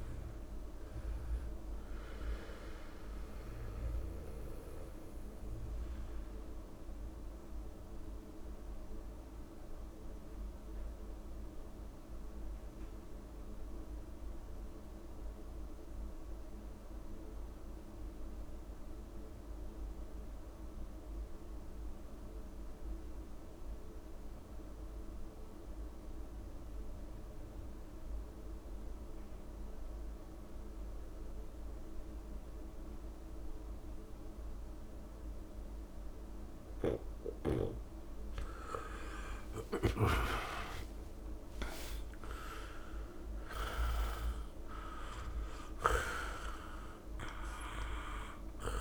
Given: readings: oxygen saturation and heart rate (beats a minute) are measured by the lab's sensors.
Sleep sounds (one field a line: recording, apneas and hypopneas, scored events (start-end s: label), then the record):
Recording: breathing in sleep by a room microphone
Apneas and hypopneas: 1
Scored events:
0.00-19.50 s: oxygen desaturation (device-marked, oxygen 85% lowest)
4.00-37.00 s: mixed apnea (oxygen 99% before, 84% lowest)
30.50-48.81 s: oxygen desaturation (device-marked, oxygen 99% before, 84% lowest)
39.50-43.50 s: arousal
From the record:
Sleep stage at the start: N2 (light sleep)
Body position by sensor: on the back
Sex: male